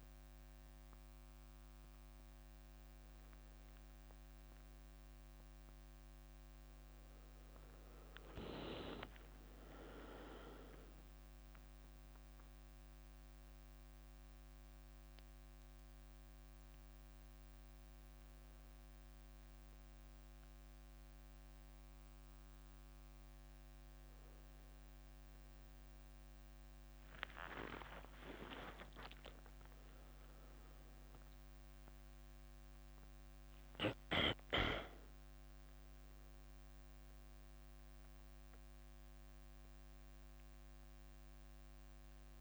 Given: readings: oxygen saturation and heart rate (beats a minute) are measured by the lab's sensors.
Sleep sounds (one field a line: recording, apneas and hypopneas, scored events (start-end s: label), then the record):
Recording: breathing in sleep by a microphone on the trachea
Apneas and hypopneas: none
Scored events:
7.00-10.50 s: leg movement (device-marked)
26.50-30.50 s: arousal
26.50-31.50 s: leg movement (device-marked)
From the record:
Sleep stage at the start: N1 (lightest sleep)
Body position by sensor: on the back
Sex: female